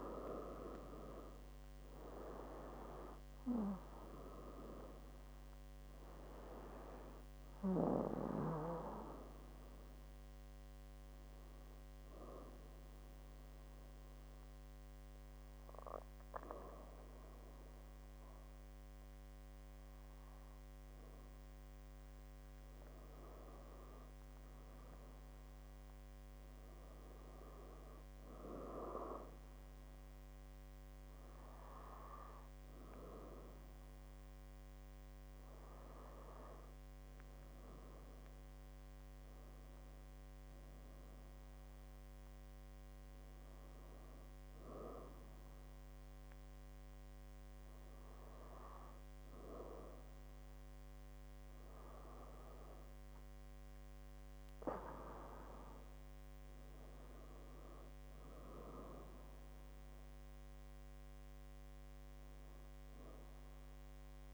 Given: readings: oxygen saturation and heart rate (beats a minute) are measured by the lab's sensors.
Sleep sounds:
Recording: a person awake in a sleep study, by a microphone on the trachea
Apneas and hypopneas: none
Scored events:
none scored
From the record:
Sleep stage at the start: awake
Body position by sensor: on the back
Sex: female

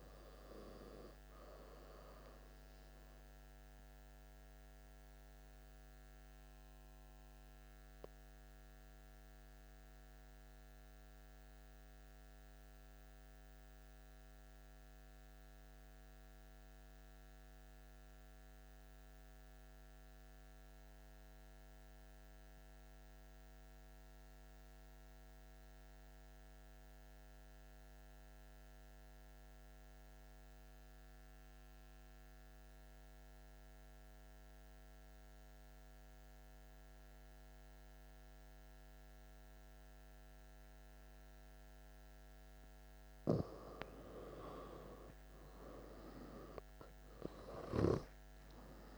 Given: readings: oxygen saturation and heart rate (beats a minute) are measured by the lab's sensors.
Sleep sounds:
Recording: breathing in sleep by a microphone on the trachea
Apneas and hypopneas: 1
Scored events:
0.00-10.50 s: oxygen desaturation (device-marked, oxygen 92% lowest)
2.00-41.50 s: obstructive apnea (oxygen 97% before, 91% lowest)
34.50-48.98 s: oxygen desaturation (device-marked, oxygen 97% before, 91% lowest)
43.50-47.00 s: arousal
From the record:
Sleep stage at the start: N2 (light sleep)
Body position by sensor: on the back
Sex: male

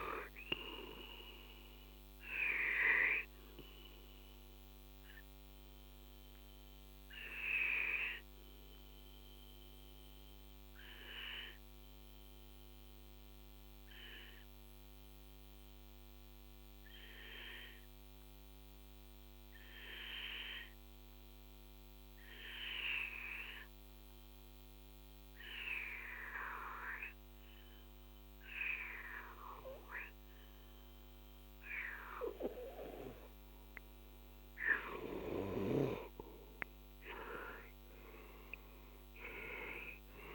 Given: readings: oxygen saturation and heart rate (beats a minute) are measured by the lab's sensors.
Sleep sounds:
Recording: breathing in sleep by a microphone on the trachea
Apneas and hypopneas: 1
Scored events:
0.50-34.50 s: obstructive apnea (oxygen 98% before, 91% lowest, heart rate 53 before, 36 extreme, up 10 after)
36.50-40.35 s: arousal
From the record:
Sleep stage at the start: N2 (light sleep)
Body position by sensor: on the left side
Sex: male

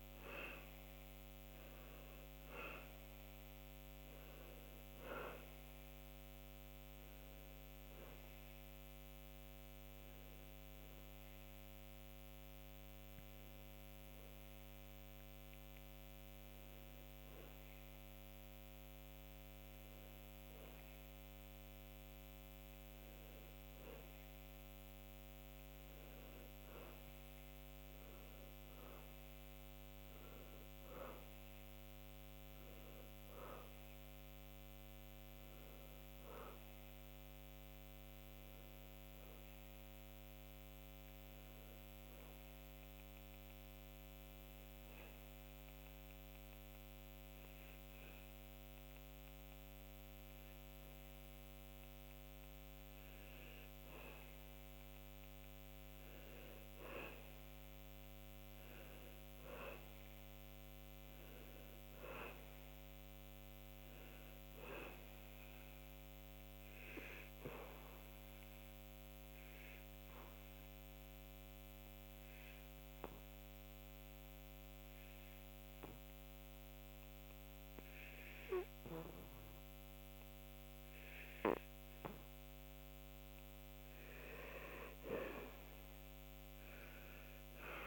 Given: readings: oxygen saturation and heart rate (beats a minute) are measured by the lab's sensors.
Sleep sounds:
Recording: breathing in sleep by a microphone on the trachea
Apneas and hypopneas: 3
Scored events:
1.00-21.00 s: oxygen desaturation (device-marked, oxygen 95% before, 89% lowest, heart rate 74 before, 80 extreme)
8.50-23.00 s: hypopnea (oxygen 95% before, 89% lowest, heart rate 77 before, 80 extreme, up 5 after)
26.00-29.50 s: arousal
38.50-52.50 s: hypopnea (oxygen 97% before, 89% lowest, heart rate 83 before, 77 extreme, up 2 after)
53.00-78.00 s: oxygen desaturation (device-marked, oxygen 96% before, 92% lowest, heart rate 83 before, 73 extreme)
55.50-59.50 s: arousal
67.50-83.00 s: obstructive apnea (oxygen 96% before, 89% lowest, heart rate 79 before, 73 extreme, up 5 after)
86.00-87.87 s: oxygen desaturation (device-marked, oxygen 96% before, 89% lowest, heart rate 77 before, 82 extreme)
From the record:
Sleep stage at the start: N2 (light sleep)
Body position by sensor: on the back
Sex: male

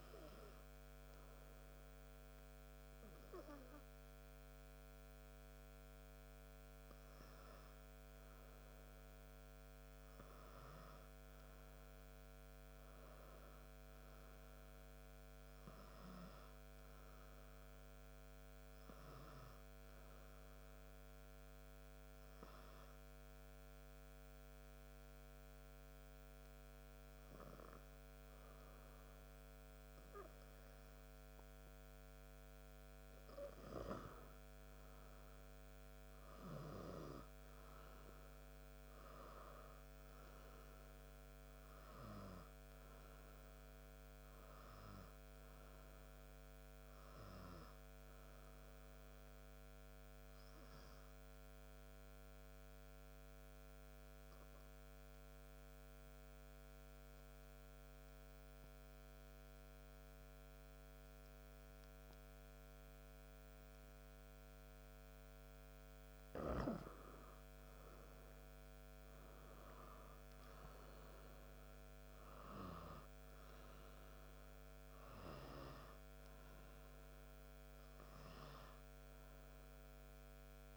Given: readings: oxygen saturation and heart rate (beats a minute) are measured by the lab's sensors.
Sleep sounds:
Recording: breathing in sleep by a microphone on the trachea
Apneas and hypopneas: 2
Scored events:
23.00-34.00 s: hypopnea (heart rate 88 before, 84 extreme, up 0 after)
36.50-41.00 s: arousal
53.00-66.50 s: obstructive apnea
69.50-73.50 s: arousal
From the record:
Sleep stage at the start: N2 (light sleep)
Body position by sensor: on the back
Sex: male

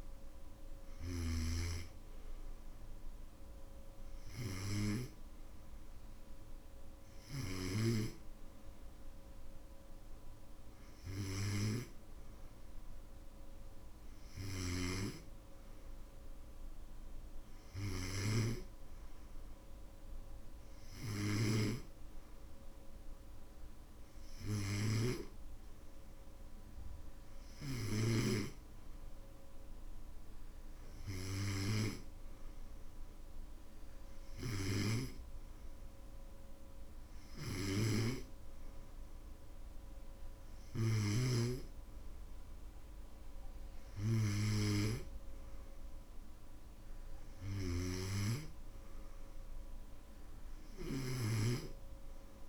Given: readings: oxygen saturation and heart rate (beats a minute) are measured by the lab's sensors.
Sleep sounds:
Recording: breathing in sleep by a room microphone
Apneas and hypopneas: none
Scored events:
0.00-1.50 s: snoring (device-marked)
21.00-28.00 s: snoring (device-marked)
50.50-52.49 s: snoring (device-marked)
From the record:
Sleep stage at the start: N2 (light sleep)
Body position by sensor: on the back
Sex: male

